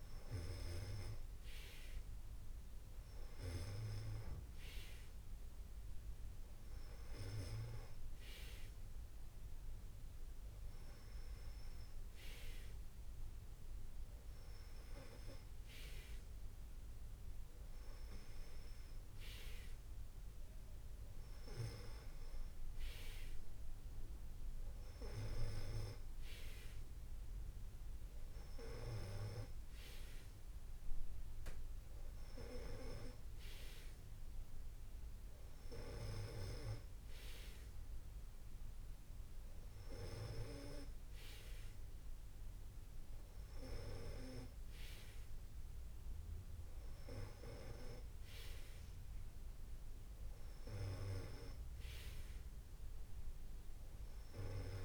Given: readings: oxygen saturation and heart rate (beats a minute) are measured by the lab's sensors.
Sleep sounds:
breathing in sleep by a room microphone; none
none scored
From the record:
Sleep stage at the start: N2 (light sleep); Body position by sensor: on the back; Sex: male

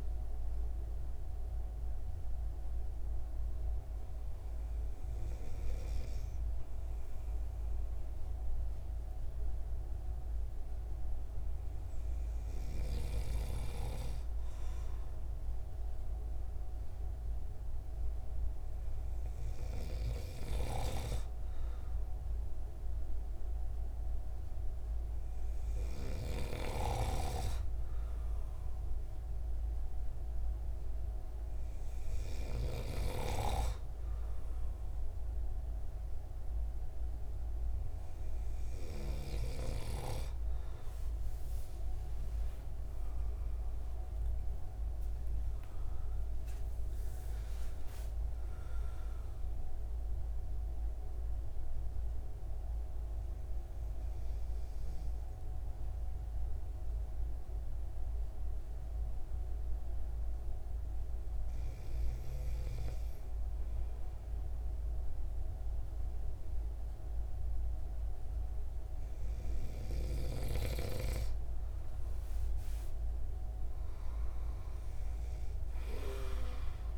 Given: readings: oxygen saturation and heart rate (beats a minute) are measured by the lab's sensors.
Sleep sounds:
breathing in sleep by a room microphone; 1
20.00-26.50 s: snoring (device-marked)
42.50-46.00 s: arousal
50.50-67.50 s: hypopnea (oxygen 96% before, 94% lowest)
73.00-76.98 s: arousal
From the record:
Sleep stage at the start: N2 (light sleep); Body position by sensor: on the right side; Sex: male

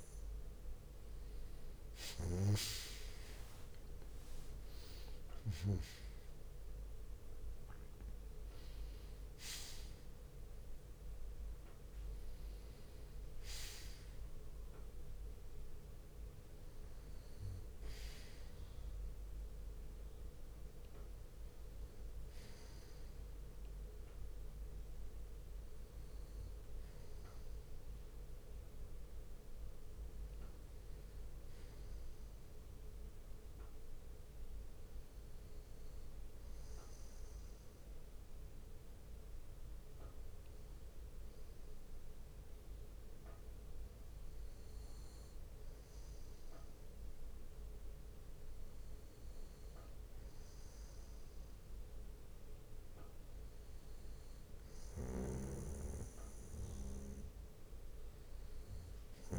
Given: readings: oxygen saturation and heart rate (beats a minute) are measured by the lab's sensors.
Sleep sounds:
breathing in sleep by a room microphone; none
4.00-7.50 s: arousal
22.50-24.50 s: bradycardia (device-marked, heart rate 65 before, 63 extreme)
31.50-33.50 s: bradycardia (device-marked, heart rate 65 before, 62 extreme)
41.50-43.50 s: bradycardia (device-marked, heart rate 65 before, 61 extreme)
54.50-56.50 s: bradycardia (device-marked, heart rate 65 before, 58 extreme)
57.50-59.39 s: bradycardia (device-marked, heart rate 65 before, 58 extreme)
From the record:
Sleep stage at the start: N2 (light sleep); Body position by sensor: on the back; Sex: male

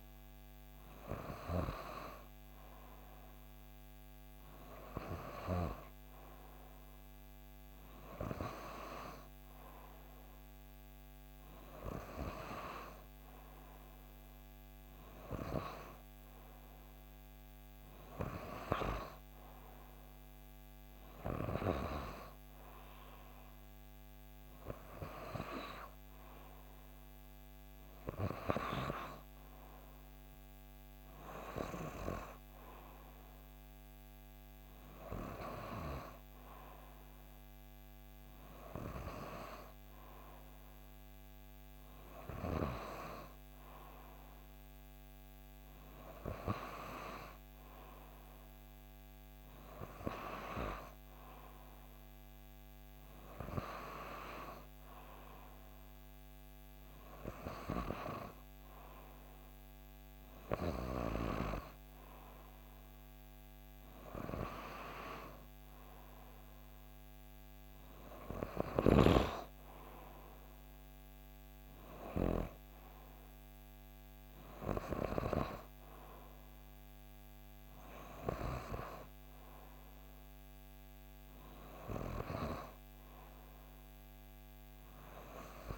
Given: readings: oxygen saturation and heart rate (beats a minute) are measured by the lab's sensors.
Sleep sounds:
breathing in sleep by a microphone on the trachea; none
none scored
From the record:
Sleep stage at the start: N3 (deep sleep); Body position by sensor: on the back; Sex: female

